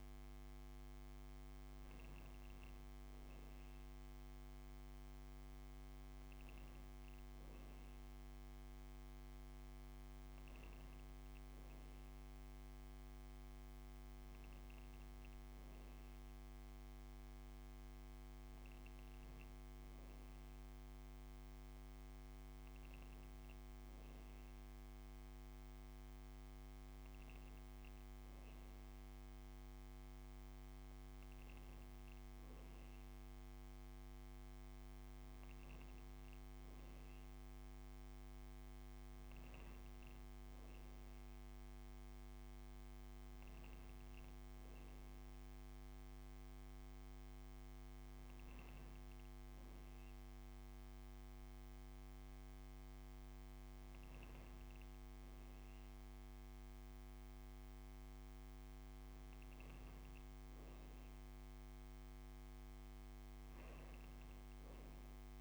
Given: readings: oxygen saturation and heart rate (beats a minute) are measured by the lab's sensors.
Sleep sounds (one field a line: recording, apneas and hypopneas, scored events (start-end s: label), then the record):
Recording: breathing in sleep, hard to hear, by a microphone on the trachea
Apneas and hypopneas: none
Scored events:
none scored
From the record:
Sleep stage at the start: N2 (light sleep)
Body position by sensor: upright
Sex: female